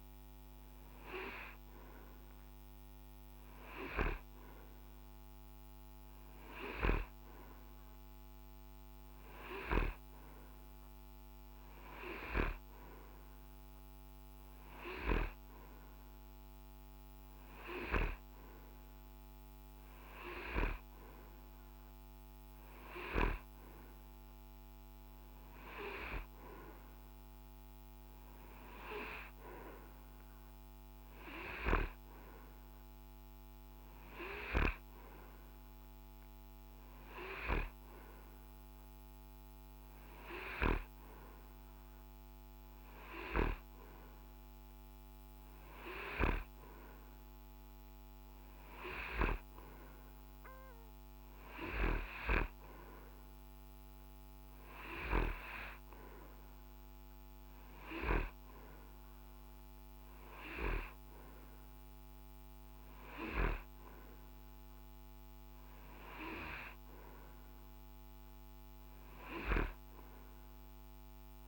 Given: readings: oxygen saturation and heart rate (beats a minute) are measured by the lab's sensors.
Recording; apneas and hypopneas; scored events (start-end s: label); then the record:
breathing in sleep by a microphone on the trachea; none
none scored
From the record:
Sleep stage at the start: N2 (light sleep); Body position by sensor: on the right side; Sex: male